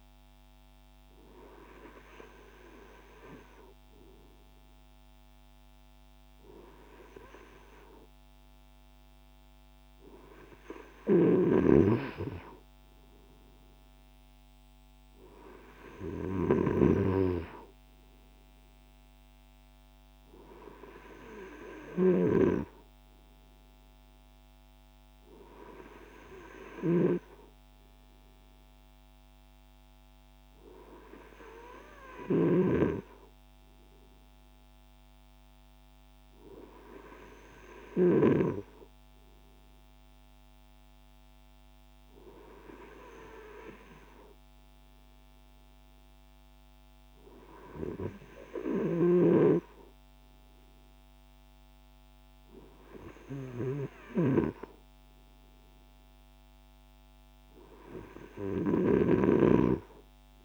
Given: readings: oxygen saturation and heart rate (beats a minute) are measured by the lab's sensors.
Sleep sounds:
breathing in sleep by a microphone on the trachea; none
none scored
From the record:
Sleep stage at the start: N2 (light sleep); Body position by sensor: on the right side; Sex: male

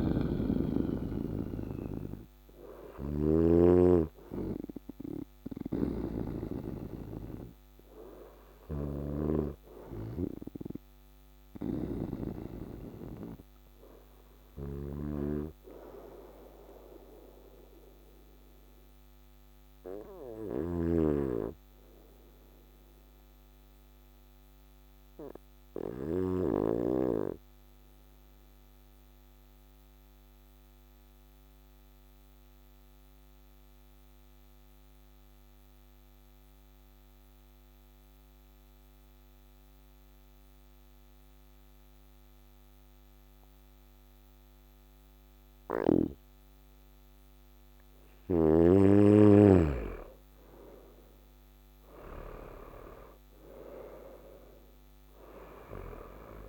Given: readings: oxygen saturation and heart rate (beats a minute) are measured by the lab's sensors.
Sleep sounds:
breathing in sleep by a microphone on the trachea; 1
0.00-3.00 s: snoring (device-marked)
16.00-46.50 s: obstructive apnea (oxygen 98% before, 92% lowest, heart rate 62 before, 56 extreme, up 11 after)
20.00-26.00 s: snoring (device-marked)
49.50-54.00 s: arousal
52.00-56.49 s: oxygen desaturation (device-marked, oxygen 99% before, 96% lowest, heart rate 58 before, 56 extreme)
From the record:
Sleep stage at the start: N2 (light sleep); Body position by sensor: on the right side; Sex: male

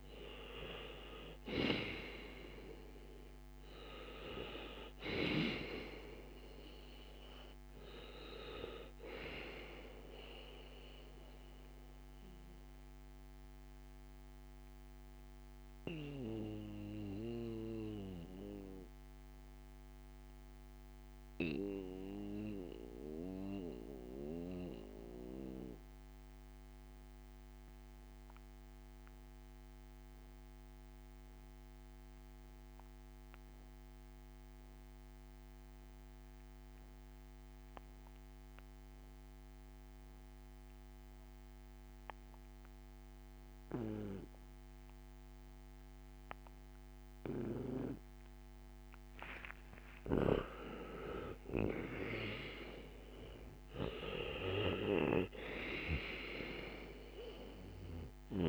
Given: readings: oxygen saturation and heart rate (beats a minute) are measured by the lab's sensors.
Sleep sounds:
breathing in sleep by a microphone on the trachea; 1
0.00-30.50 s: oxygen desaturation (device-marked, oxygen 82% lowest, heart rate 56 extreme)
12.00-48.50 s: mixed apnea (oxygen 97% before, 82% lowest, heart rate 61 before, 56 extreme, up 7 after)
46.50-58.49 s: oxygen desaturation (device-marked, oxygen 97% before, 83% lowest, heart rate 66 before, 55 extreme)
49.50-53.50 s: arousal
From the record:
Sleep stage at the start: N2 (light sleep); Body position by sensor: on the back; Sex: male

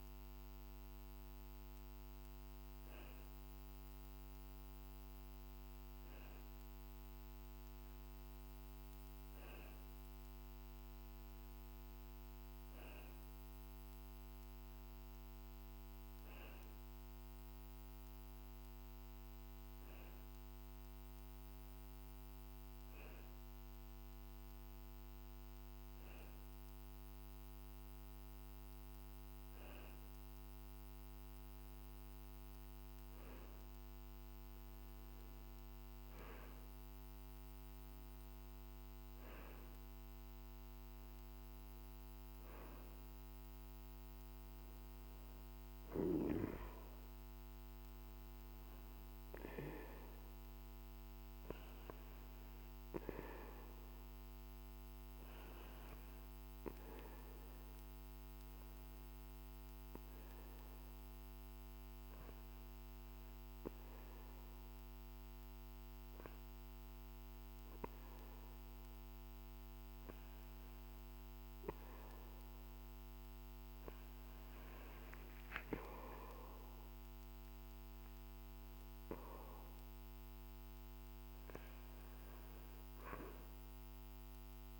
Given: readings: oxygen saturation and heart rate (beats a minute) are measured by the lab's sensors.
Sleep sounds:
breathing in sleep by a microphone on the trachea; none
74.50-79.50 s: arousal
From the record:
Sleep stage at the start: N2 (light sleep); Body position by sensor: on the back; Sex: male

